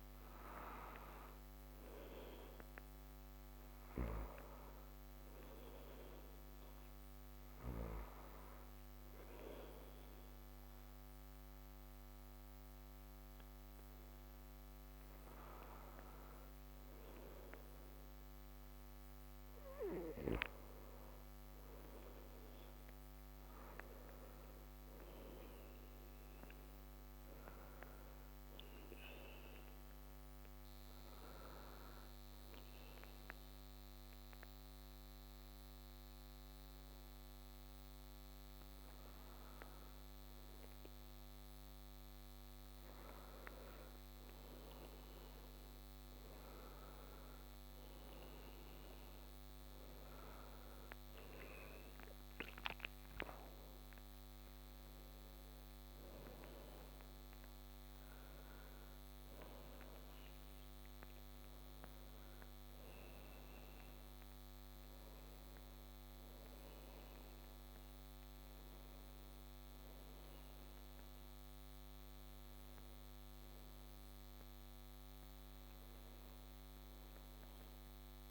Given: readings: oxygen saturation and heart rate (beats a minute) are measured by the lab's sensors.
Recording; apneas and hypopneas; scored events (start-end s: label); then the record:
breathing in sleep by a microphone on the trachea; 2
5.00-17.50 s: hypopnea (oxygen 94% before, 91% lowest)
21.00-26.00 s: arousal
31.50-42.50 s: obstructive apnea (oxygen 93% before, 91% lowest)
45.50-49.50 s: arousal
52.50-78.31 s: new sleep stage, N1 (lightest sleep)
71.00-77.50 s: arousal
From the record:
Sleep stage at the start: N2 (light sleep); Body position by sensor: on the back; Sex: male